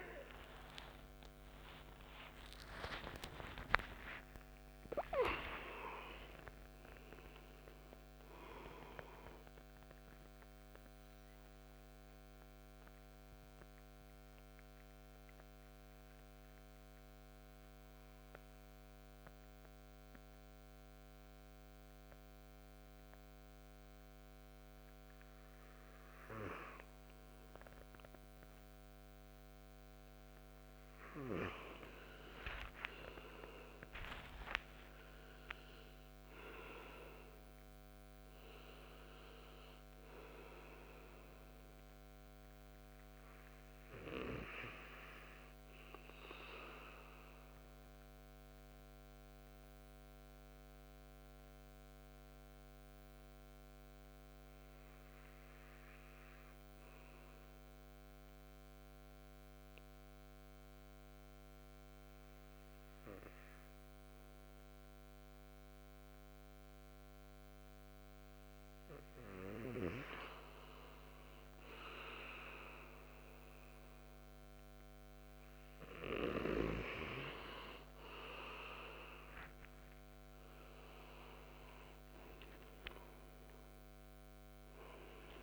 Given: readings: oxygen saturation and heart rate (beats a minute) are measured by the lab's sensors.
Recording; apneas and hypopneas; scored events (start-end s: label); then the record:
a person partly awake in a sleep study, by a microphone on the trachea; 2
12.00-26.50 s: mixed apnea (oxygen 97% before, 93% lowest, heart rate 40 before, 67 extreme, up 18 after)
16.00-76.00 s: new sleep stage, N2 (light sleep)
29.50-34.00 s: arousal
33.00-56.00 s: oxygen desaturation (device-marked, oxygen 97% before, 93% lowest, heart rate 75 before, 62 extreme)
49.00-67.50 s: hypopnea (oxygen 97% before, 93% lowest, heart rate 78 before, 62 extreme, up 9 after)
76.00-85.43 s: new sleep stage, awake
From the record:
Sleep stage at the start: awake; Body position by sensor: on the back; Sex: male